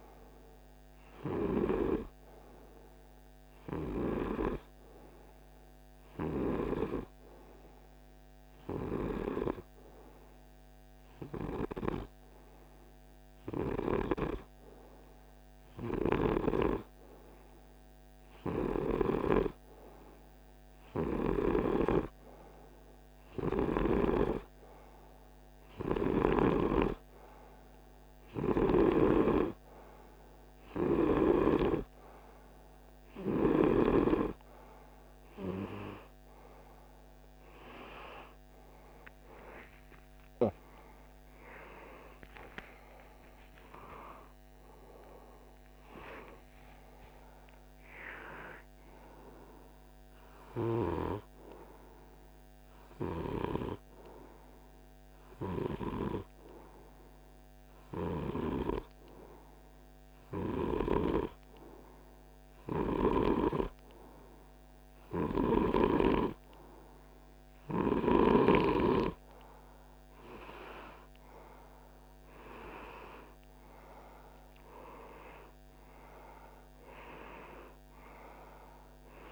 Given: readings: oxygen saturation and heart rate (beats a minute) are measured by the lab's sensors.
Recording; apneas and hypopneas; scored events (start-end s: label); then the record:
breathing in sleep by a microphone on the trachea; 2
5.50-20.00 s: hypopnea (oxygen 97% before, 94% lowest, heart rate 51 before, 48 extreme, up 1 after)
23.00-27.00 s: arousal
40.50-45.50 s: arousal
51.50-65.50 s: hypopnea (oxygen 97% before, 95% lowest, heart rate 59 before, 50 extreme, up 2 after)
66.50-72.00 s: arousal
From the record:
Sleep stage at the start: N2 (light sleep); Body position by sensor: on the right side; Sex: male